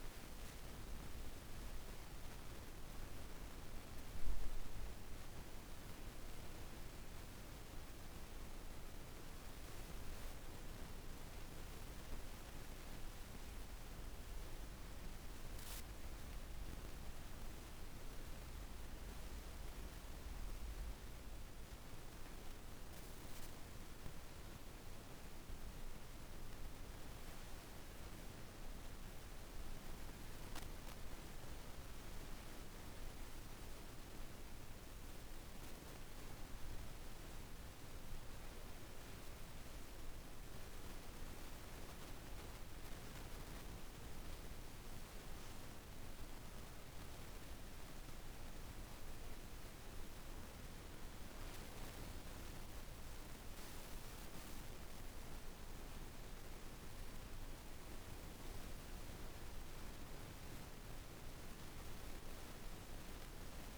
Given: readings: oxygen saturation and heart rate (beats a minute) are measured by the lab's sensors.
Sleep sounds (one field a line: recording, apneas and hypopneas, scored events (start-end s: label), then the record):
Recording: breathing in sleep, hard to hear, by a room microphone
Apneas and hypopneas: none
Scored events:
25.00-41.00 s: oxygen desaturation (device-marked, oxygen 95% before, 92% lowest, heart rate 55 before, 54 extreme)
From the record:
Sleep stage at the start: N1 (lightest sleep)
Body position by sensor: on the back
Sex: female